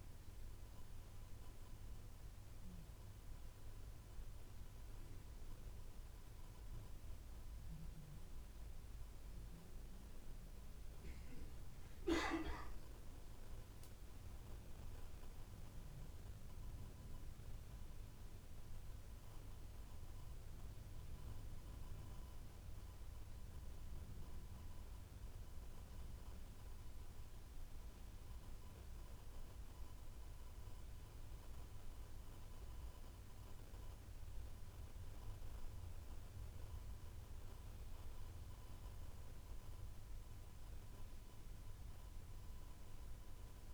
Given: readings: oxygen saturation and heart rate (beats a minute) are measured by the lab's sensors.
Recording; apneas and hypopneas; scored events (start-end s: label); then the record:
breathing in sleep, hard to hear, by a room microphone; none
none scored
From the record:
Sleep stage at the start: N2 (light sleep); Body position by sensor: on the back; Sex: male